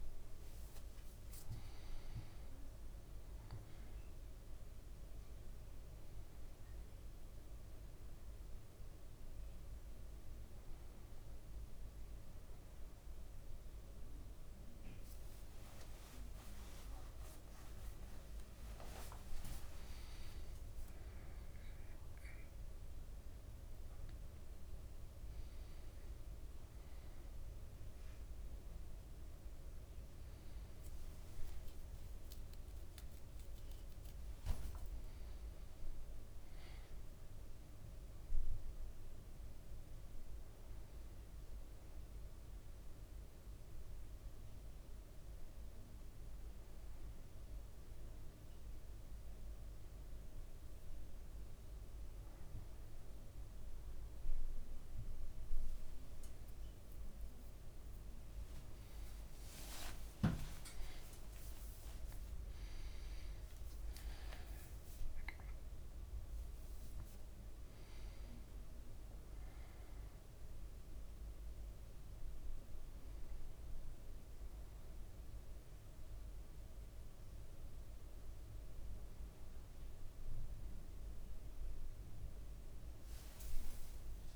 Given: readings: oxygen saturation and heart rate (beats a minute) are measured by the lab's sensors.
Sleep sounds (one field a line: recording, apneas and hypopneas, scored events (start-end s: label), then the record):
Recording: a person partly awake in a sleep study, hard to hear, by a room microphone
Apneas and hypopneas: none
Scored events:
0.00-1.50 s: leg movement (device-marked)
7.00-37.00 s: new sleep stage, awake
15.00-21.00 s: leg movement (device-marked)
37.00-84.36 s: new sleep stage, N1 (lightest sleep)
57.00-61.50 s: arousal
59.50-62.50 s: leg movement (device-marked)
83.00-84.36 s: leg movement (device-marked)
From the record:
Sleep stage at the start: N1 (lightest sleep)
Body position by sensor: on the back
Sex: male